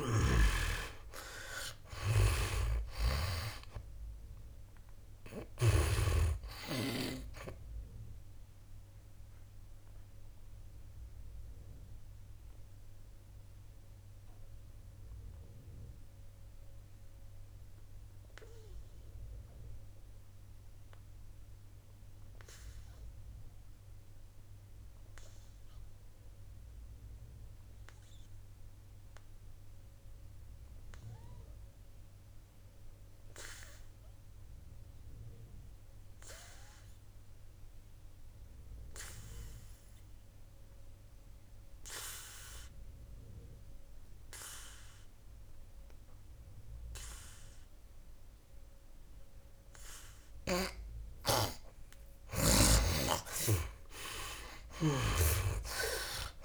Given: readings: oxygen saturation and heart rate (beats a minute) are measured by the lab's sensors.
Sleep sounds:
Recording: breathing in sleep by a room microphone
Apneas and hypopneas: 1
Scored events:
0.00-4.00 s: arousal
0.00-6.00 s: snoring (device-marked)
0.00-31.50 s: oxygen desaturation (device-marked, oxygen 69% lowest, heart rate 57 extreme)
8.00-51.00 s: obstructive apnea (oxygen 96% before, 69% lowest, heart rate 68 before, 57 extreme, up 15 after)
47.50-56.45 s: oxygen desaturation (device-marked, oxygen 98% before, 78% lowest, heart rate 59 before, 57 extreme)
53.00-56.45 s: snoring (device-marked)
From the record:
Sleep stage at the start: N2 (light sleep)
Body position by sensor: on the back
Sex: male

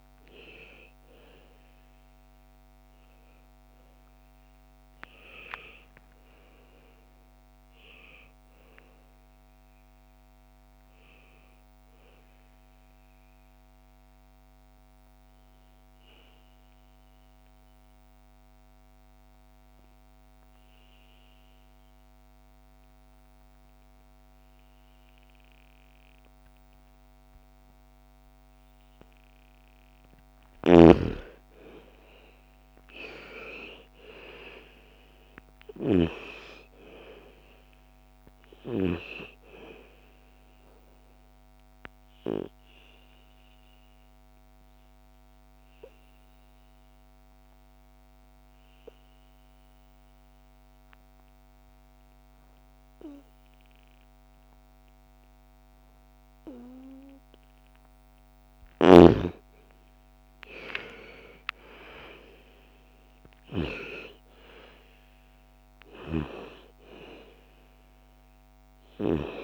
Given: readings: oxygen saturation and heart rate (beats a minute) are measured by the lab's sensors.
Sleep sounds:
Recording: breathing in sleep by a microphone on the trachea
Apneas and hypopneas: 2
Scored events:
0.00-9.50 s: oxygen desaturation (device-marked, oxygen 83% lowest, heart rate 56 extreme)
7.50-11.00 s: arousal
12.50-29.00 s: obstructive apnea (oxygen 98% before, 86% lowest, heart rate 69 before, 56 extreme, up 11 after)
31.00-34.00 s: arousal
31.50-49.50 s: oxygen desaturation (device-marked, oxygen 98% before, 86% lowest, heart rate 62 before, 57 extreme)
41.00-57.50 s: obstructive apnea (oxygen 98% before, 86% lowest, heart rate 61 before, 55 extreme, up 12 after)
59.00-63.00 s: arousal
63.50-69.44 s: oxygen desaturation (device-marked, oxygen 98% before, 87% lowest, heart rate 59 before, 54 extreme)
From the record:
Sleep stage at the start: N2 (light sleep)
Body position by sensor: on the back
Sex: female

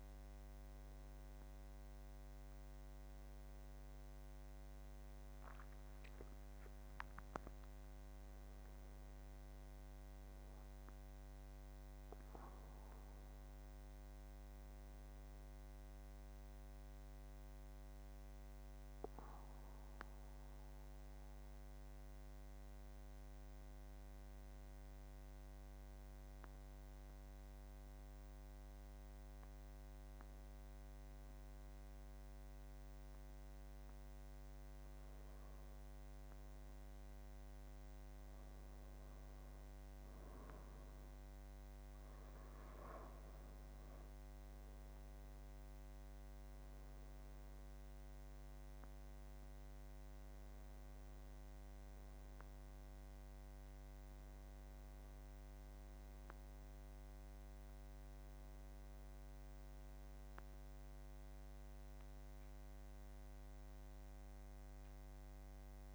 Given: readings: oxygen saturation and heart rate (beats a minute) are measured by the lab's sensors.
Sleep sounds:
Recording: a person partly awake in a sleep study, hard to hear, by a microphone on the trachea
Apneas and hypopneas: 1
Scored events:
0.00-8.50 s: oxygen desaturation (device-marked, oxygen 85% lowest, heart rate 79 extreme)
17.50-65.95 s: new sleep stage, N1 (lightest sleep)
18.00-37.00 s: obstructive apnea (oxygen 98% before, 91% lowest, heart rate 84 before, 78 extreme, up 7 after)
32.50-60.50 s: oxygen desaturation (device-marked, oxygen 97% before, 92% lowest, heart rate 85 before, 71 extreme)
42.50-45.50 s: arousal
63.00-65.95 s: arousal
From the record:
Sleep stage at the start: awake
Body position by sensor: on the back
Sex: male

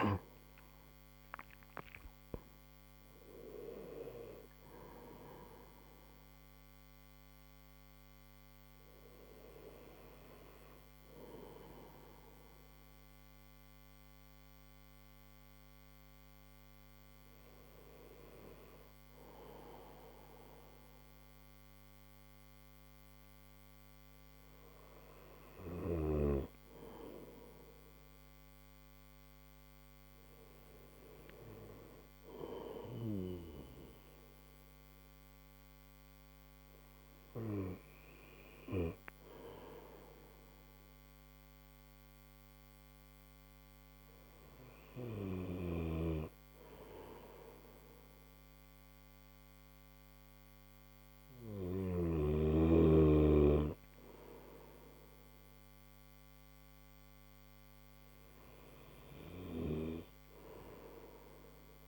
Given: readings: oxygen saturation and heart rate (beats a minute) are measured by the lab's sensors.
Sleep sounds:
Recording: breathing in sleep by a microphone on the trachea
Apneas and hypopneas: none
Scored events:
1.00-61.88 s: new sleep stage, N1 (lightest sleep)
From the record:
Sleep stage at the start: N3 (deep sleep)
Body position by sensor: on the right side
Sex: male

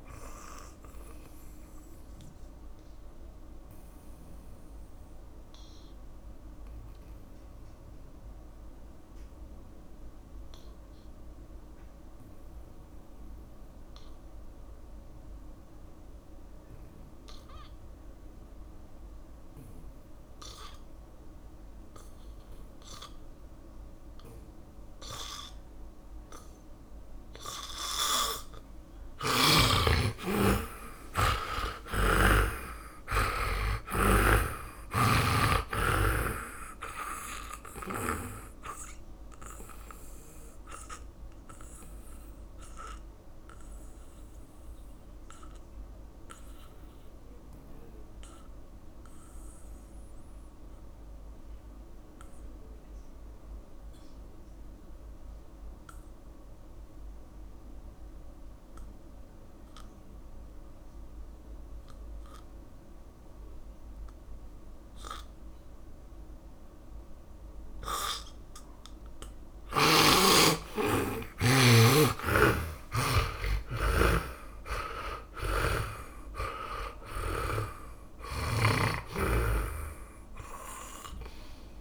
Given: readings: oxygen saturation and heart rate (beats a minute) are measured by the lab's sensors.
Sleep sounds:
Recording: breathing in sleep by a room microphone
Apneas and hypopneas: 2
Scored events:
0.00-21.00 s: oxygen desaturation (device-marked, oxygen 82% lowest, heart rate 51 extreme)
0.50-28.50 s: mixed apnea (oxygen 100% before, 81% lowest, heart rate 59 before, 51 extreme, up 18 after)
29.50-36.00 s: snoring (device-marked)
30.00-34.50 s: arousal
35.00-59.00 s: oxygen desaturation (device-marked, oxygen 100% before, 81% lowest, heart rate 55 before, 48 extreme)
40.00-70.50 s: obstructive apnea (oxygen 100% before, 79% lowest, heart rate 58 before, 48 extreme, up 18 after)
65.00-77.00 s: oxygen desaturation (device-marked, oxygen 100% before, 91% lowest, heart rate 57 before, 48 extreme)
71.50-75.00 s: arousal
72.50-76.50 s: snoring (device-marked)
From the record:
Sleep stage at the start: N2 (light sleep)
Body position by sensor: on the back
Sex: male

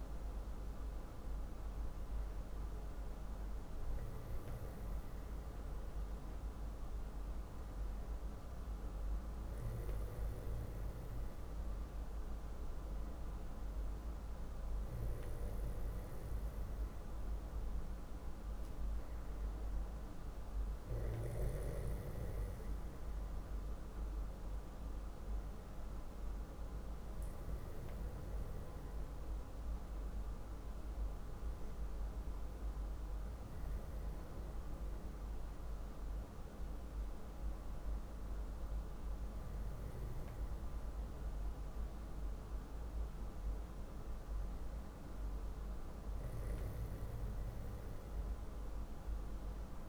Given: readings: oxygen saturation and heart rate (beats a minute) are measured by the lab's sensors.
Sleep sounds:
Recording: breathing in sleep, hard to hear, by a room microphone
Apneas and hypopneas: none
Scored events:
none scored
From the record:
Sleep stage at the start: N2 (light sleep)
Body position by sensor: on the back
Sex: male

